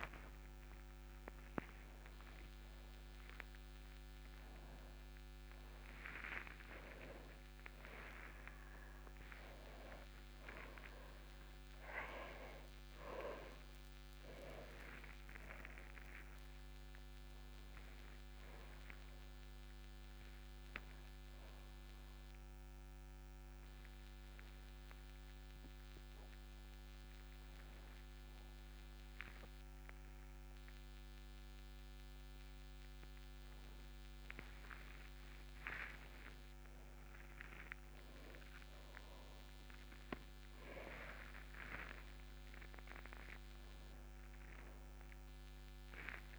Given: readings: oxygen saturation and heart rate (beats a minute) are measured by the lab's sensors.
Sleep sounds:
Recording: a person awake in a sleep study, by a microphone on the trachea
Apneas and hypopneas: none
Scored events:
12.00-19.00 s: oxygen desaturation (device-marked, oxygen 99% before, 94% lowest, heart rate 110 before, 47 extreme)
From the record:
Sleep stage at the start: awake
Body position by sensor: upright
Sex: male

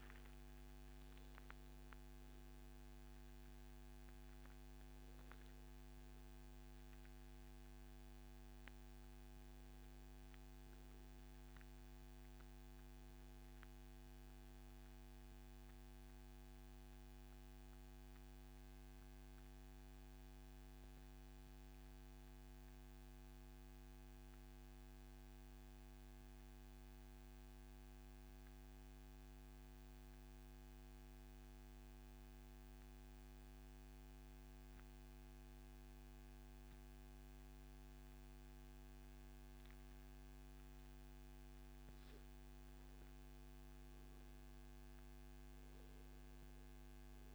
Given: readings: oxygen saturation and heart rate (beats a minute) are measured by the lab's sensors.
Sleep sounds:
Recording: breathing in sleep, hard to hear, by a microphone on the trachea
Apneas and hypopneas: 1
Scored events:
6.50-25.50 s: oxygen desaturation (device-marked, oxygen 92% before, 87% lowest, heart rate 129 before, 88 extreme)
15.00-41.50 s: central apnea (oxygen 92% before, 87% lowest, heart rate 141 before, 88 extreme, up 57 after)
32.50-34.50 s: long interval between heartbeats (device-marked, heart rate 145 before, 114 extreme)
44.00-47.35 s: arousal
From the record:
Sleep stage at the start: N1 (lightest sleep)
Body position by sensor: on the back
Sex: male

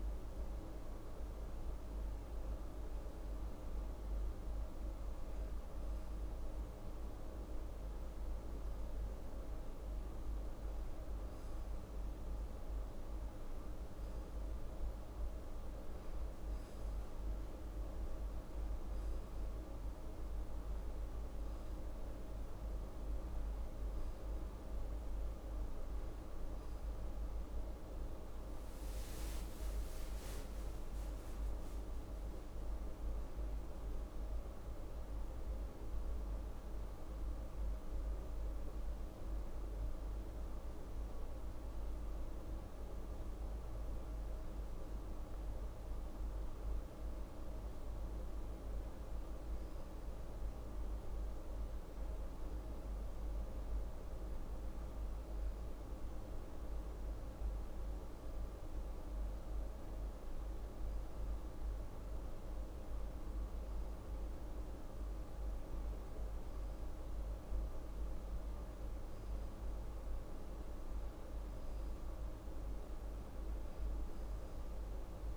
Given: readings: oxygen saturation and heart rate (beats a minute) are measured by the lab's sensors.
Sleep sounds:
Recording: breathing in sleep, hard to hear, by a room microphone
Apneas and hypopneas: none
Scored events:
none scored
From the record:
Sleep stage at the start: N1 (lightest sleep)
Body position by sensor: on the back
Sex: female

